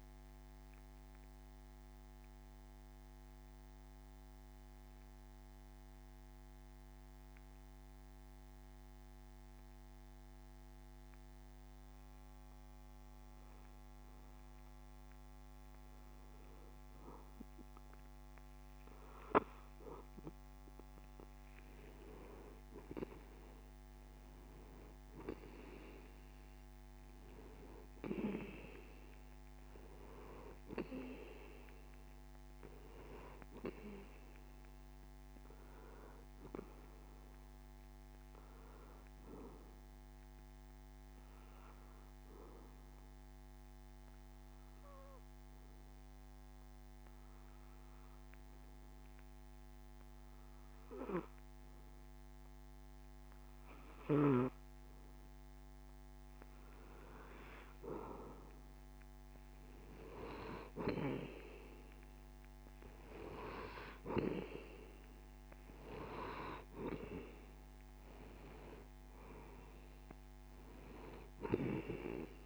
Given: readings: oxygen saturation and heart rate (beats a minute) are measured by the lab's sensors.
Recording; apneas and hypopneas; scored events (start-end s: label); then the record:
breathing in sleep by a microphone on the trachea; 2
0.50-13.50 s: obstructive apnea (oxygen 95% before, 91% lowest)
20.00-25.50 s: arousal
43.00-56.50 s: obstructive apnea (oxygen 97% before, 91% lowest)
59.50-63.00 s: arousal
63.50-72.45 s: oxygen desaturation (device-marked, oxygen 95% before, 91% lowest)
From the record:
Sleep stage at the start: N2 (light sleep); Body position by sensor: on the back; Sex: male